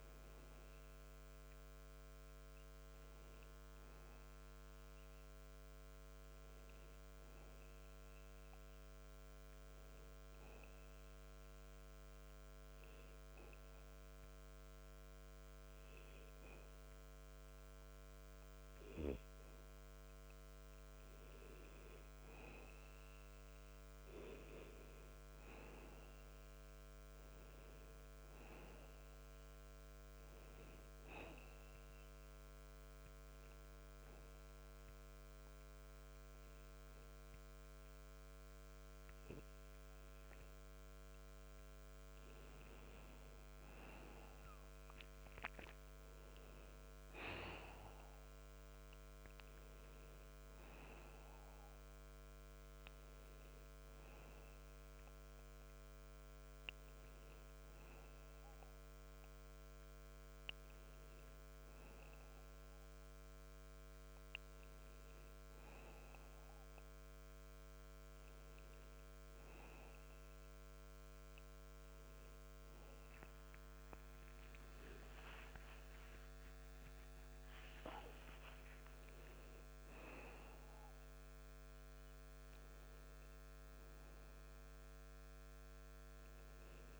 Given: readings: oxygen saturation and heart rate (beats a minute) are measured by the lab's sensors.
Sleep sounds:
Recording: a person partly awake in a sleep study, hard to hear, by a microphone on the trachea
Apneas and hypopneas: 2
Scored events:
0.00-16.00 s: oxygen desaturation (device-marked, oxygen 91% lowest, heart rate 28 extreme)
10.50-21.00 s: obstructive apnea (oxygen 96% before, 91% lowest, heart rate 61 before, 28 extreme, up 0 after)
23.50-27.00 s: arousal
30.00-49.00 s: oxygen desaturation (device-marked, oxygen 96% before, 91% lowest, heart rate 48 before, 34 extreme)
32.50-42.50 s: obstructive apnea (oxygen 96% before, 91% lowest, heart rate 45 before, 39 extreme, up 7 after)
63.00-87.00 s: new sleep stage, awake
From the record:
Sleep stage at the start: N2 (light sleep)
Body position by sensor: on the back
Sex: male

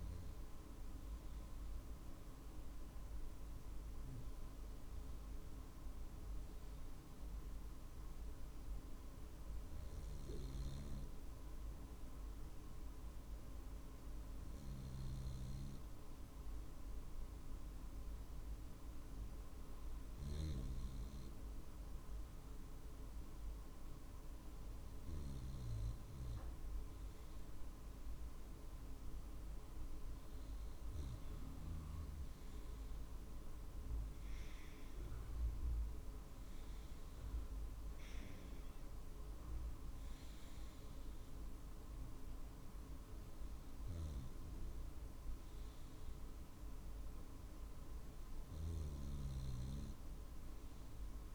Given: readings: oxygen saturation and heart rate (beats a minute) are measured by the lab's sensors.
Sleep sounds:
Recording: breathing in sleep, hard to hear, by a room microphone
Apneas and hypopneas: none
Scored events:
0.00-4.50 s: drop in pulse transit time (device-marked, heart rate 49 extreme)
25.50-42.50 s: drop in pulse transit time (device-marked, heart rate 50 before, 51 extreme)
From the record:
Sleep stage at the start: N2 (light sleep)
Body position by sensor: on the right side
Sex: male

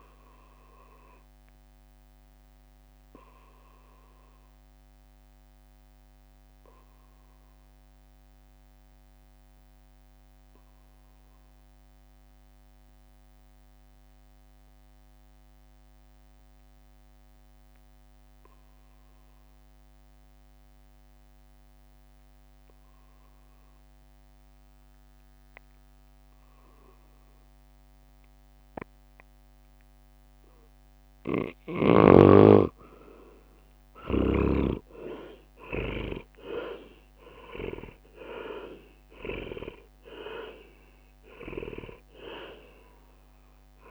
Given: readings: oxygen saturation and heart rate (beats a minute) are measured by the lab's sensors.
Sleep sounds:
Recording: breathing in sleep by a microphone on the trachea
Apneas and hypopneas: 1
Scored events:
0.00-3.00 s: drop in pulse transit time (device-marked, heart rate 58 extreme)
0.00-19.00 s: oxygen desaturation (device-marked, oxygen 90% lowest, heart rate 57 extreme)
1.00-29.00 s: mixed apnea (oxygen 100% before, 89% lowest, heart rate 67 before, 57 extreme, up 7 after)
32.00-43.90 s: drop in pulse transit time (device-marked, heart rate 62 before, 65 extreme)
33.00-38.00 s: leg movement (device-marked)
33.00-43.90 s: oxygen desaturation (device-marked, oxygen 100% before, 89% lowest, heart rate 63 before, 57 extreme)
33.50-38.00 s: arousal
From the record:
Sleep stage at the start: N2 (light sleep)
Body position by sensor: on the back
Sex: male

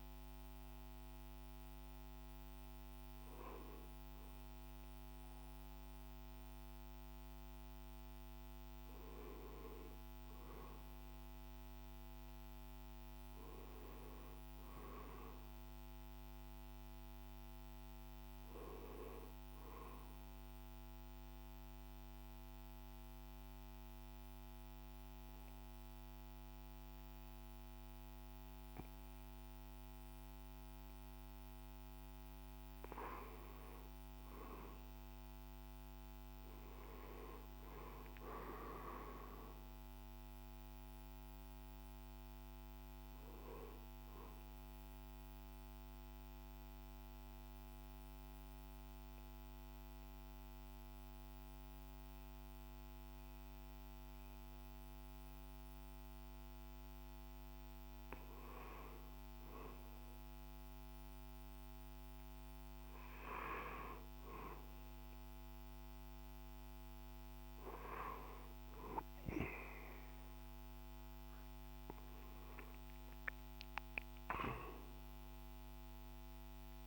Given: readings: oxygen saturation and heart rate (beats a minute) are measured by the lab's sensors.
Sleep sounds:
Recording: breathing in sleep by a microphone on the trachea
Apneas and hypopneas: 2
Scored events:
20.50-31.50 s: central apnea (oxygen 95% before, 91% lowest, heart rate 64 before, 59 extreme, up 7 after)
35.00-39.00 s: arousal
42.00-55.00 s: drop in pulse transit time (device-marked, heart rate 64 before, 59 extreme)
42.00-67.00 s: oxygen desaturation (device-marked, oxygen 95% before, 91% lowest, heart rate 64 before, 58 extreme)
45.50-57.00 s: central apnea (oxygen 95% before, 91% lowest, heart rate 65 before, 58 extreme, up 2 after)
68.00-72.00 s: arousal
69.00-76.86 s: oxygen desaturation (device-marked, oxygen 97% before, 93% lowest, heart rate 61 before, 60 extreme)
From the record:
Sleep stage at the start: N1 (lightest sleep)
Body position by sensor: on the right side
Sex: male

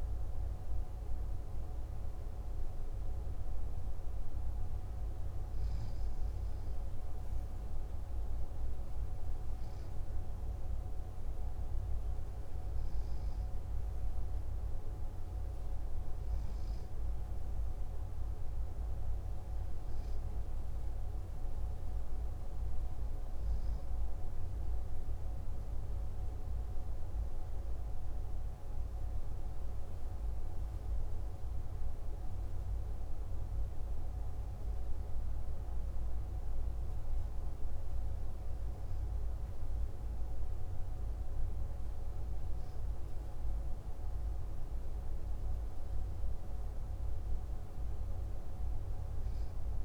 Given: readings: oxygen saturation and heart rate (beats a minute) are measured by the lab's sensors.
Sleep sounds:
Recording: breathing in sleep, hard to hear, by a room microphone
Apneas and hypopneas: none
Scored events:
none scored
From the record:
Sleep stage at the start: N2 (light sleep)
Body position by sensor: on the left side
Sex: male

